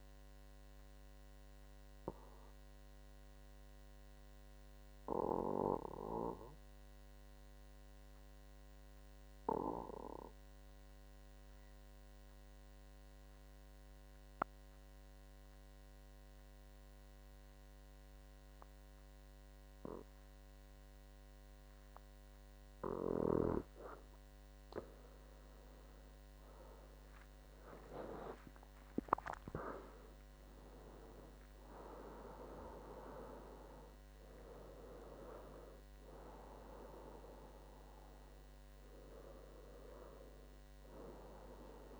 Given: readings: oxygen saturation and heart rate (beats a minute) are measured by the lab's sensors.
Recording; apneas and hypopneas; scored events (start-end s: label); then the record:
breathing in sleep by a microphone on the trachea; 1
1.50-23.50 s: mixed apnea (oxygen 98% before, 86% lowest, heart rate 73 before, 69 extreme, up 10 after)
5.00-7.00 s: long interval between heartbeats (device-marked, heart rate 72 before, 71 extreme)
19.50-41.99 s: oxygen desaturation (device-marked, oxygen 97% before, 86% lowest, heart rate 72 before, 70 extreme)
26.00-31.00 s: arousal
27.50-41.99 s: new sleep stage, N1 (lightest sleep)
From the record:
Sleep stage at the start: N2 (light sleep); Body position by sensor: on the back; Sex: male